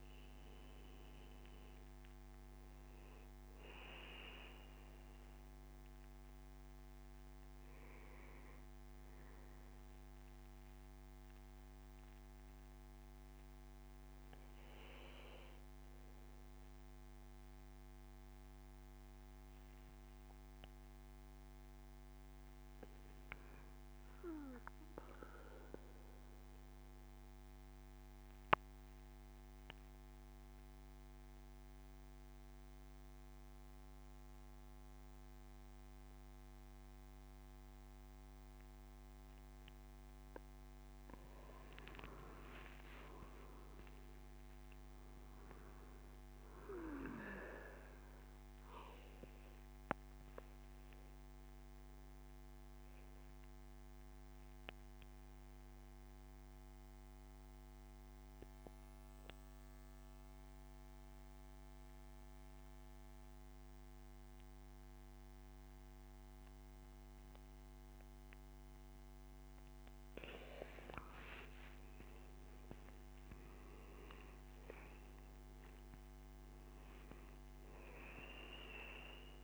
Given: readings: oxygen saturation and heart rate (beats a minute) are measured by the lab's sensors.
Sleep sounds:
breathing in sleep by a microphone on the trachea; 2
0.00-20.50 s: oxygen desaturation (device-marked, oxygen 89% lowest, heart rate 67 extreme)
25.00-40.00 s: central apnea (oxygen 99% before, 92% lowest, heart rate 71 before, 73 extreme, up 10 after)
41.00-44.50 s: arousal
42.50-61.50 s: oxygen desaturation (device-marked, oxygen 98% before, 93% lowest, heart rate 75 before, 70 extreme)
50.50-68.00 s: obstructive apnea (oxygen 99% before, 91% lowest, heart rate 77 before, 64 extreme, up 8 after)
69.50-73.00 s: arousal
72.50-79.44 s: oxygen desaturation (device-marked, oxygen 98% before, 92% lowest, heart rate 76 before, 64 extreme)
From the record:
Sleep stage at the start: N2 (light sleep); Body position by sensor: on the back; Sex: male

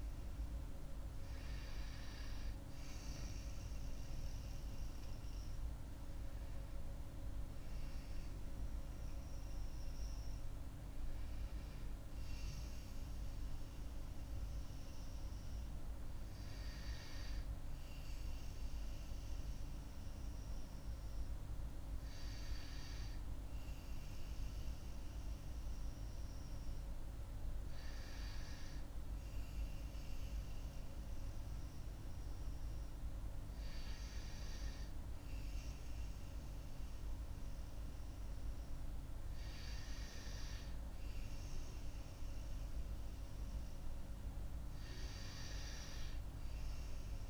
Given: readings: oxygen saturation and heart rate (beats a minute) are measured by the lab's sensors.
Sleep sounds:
breathing in sleep, hard to hear, by a room microphone; none
none scored
From the record:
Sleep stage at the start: N2 (light sleep); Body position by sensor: on the right side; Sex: female

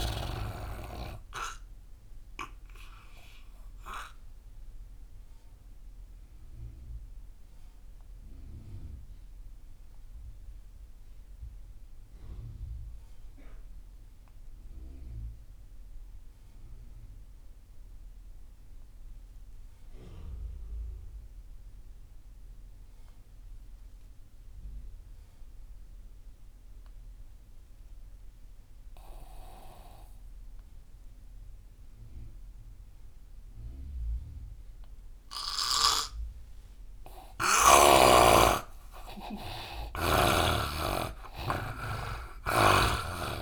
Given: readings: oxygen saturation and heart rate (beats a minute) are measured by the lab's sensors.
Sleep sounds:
breathing in sleep by a room microphone; 1
0.00-16.00 s: oxygen desaturation (device-marked, oxygen 86% lowest)
4.50-37.00 s: obstructive apnea (oxygen 99% before, 80% lowest)
30.00-43.42 s: oxygen desaturation (device-marked, oxygen 99% before, 80% lowest)
38.00-42.50 s: arousal
From the record:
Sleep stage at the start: N2 (light sleep); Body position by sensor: on the right side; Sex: male

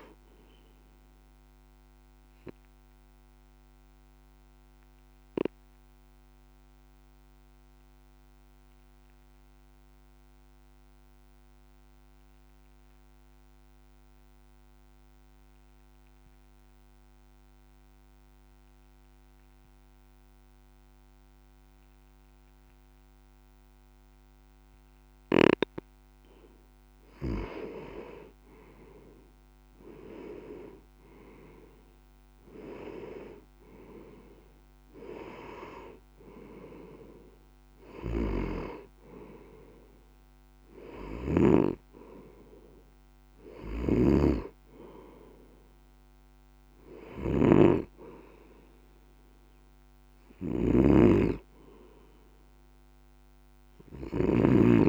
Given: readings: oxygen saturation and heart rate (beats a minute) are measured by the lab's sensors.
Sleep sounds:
breathing in sleep by a microphone on the trachea; 1
2.00-25.50 s: obstructive apnea (oxygen 97% before, 90% lowest, heart rate 52 before, 46 extreme, up 6 after)
12.50-18.50 s: oxygen desaturation (device-marked, oxygen 95% before, 90% lowest, heart rate 48 before, 48 extreme)
28.00-32.00 s: arousal
43.50-54.50 s: snoring (device-marked)
From the record:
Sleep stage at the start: N2 (light sleep); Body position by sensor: on the back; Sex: male

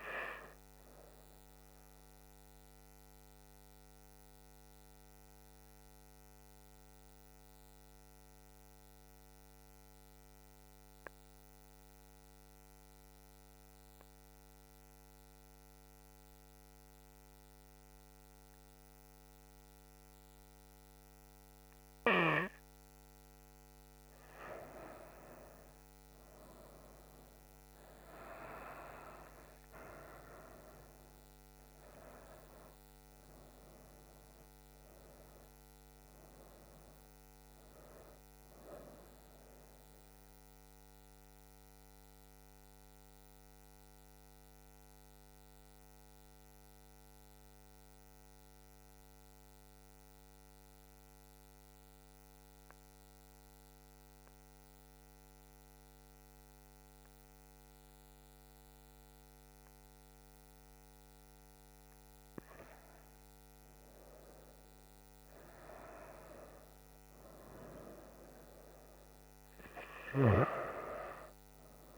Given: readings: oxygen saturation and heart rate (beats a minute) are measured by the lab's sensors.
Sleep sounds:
breathing in sleep by a microphone on the trachea; 2
0.00-6.00 s: oxygen desaturation (device-marked, oxygen 89% lowest, heart rate 67 extreme)
3.50-24.50 s: mixed apnea (oxygen 97% before, 90% lowest, heart rate 76 before, 66 extreme, up 8 after)
23.00-46.00 s: oxygen desaturation (device-marked, oxygen 97% before, 90% lowest, heart rate 71 before, 65 extreme)
26.00-28.50 s: arousal
40.50-62.00 s: central apnea (oxygen 97% before, 90% lowest, heart rate 77 before, 65 extreme, up 8 after)
65.00-68.50 s: arousal
65.00-71.98 s: oxygen desaturation (device-marked, oxygen 97% before, 92% lowest, heart rate 68 before, 66 extreme)
From the record:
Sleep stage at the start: N2 (light sleep); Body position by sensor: on the back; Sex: female

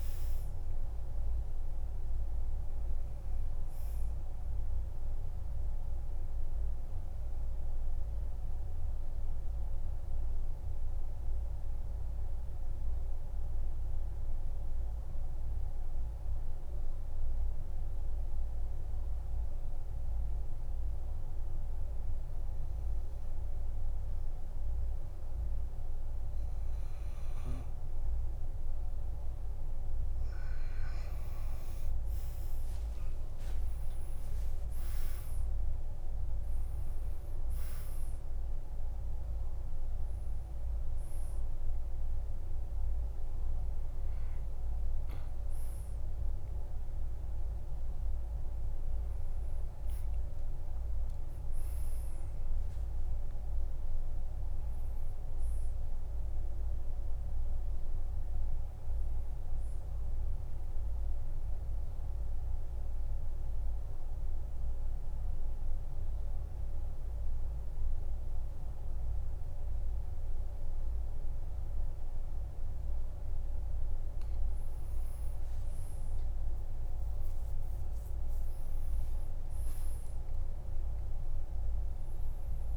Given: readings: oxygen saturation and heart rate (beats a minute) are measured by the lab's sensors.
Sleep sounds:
breathing in sleep, hard to hear, by a room microphone; 2
0.00-1.00 s: arousal
0.00-23.50 s: oxygen desaturation (device-marked, oxygen 89% lowest, heart rate 45 extreme)
4.50-28.50 s: mixed apnea (oxygen 98% before, 89% lowest, heart rate 56 before, 45 extreme, up 11 after)
32.00-36.00 s: arousal
34.50-59.50 s: oxygen desaturation (device-marked, oxygen 99% before, 92% lowest, heart rate 52 before, 48 extreme)
61.50-72.50 s: central apnea (oxygen 98% before, 93% lowest, heart rate 53 before, 47 extreme, up 12 after)
75.50-79.00 s: arousal
From the record:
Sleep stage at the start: N2 (light sleep); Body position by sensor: on the back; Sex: male

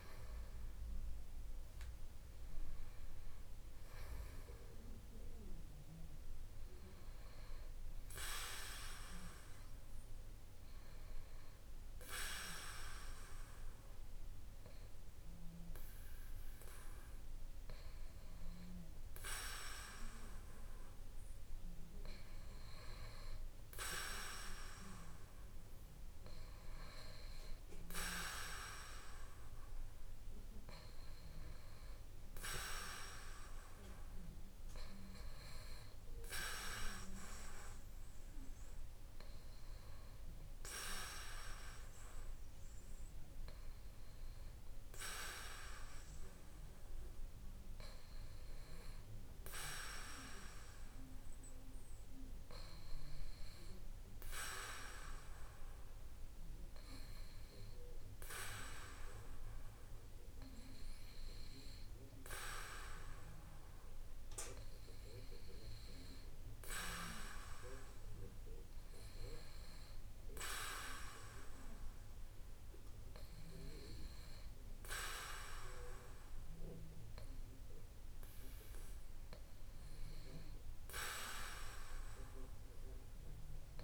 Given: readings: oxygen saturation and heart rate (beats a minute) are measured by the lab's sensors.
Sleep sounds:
breathing in sleep by a room microphone; none
none scored
From the record:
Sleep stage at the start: REM sleep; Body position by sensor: on the back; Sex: male

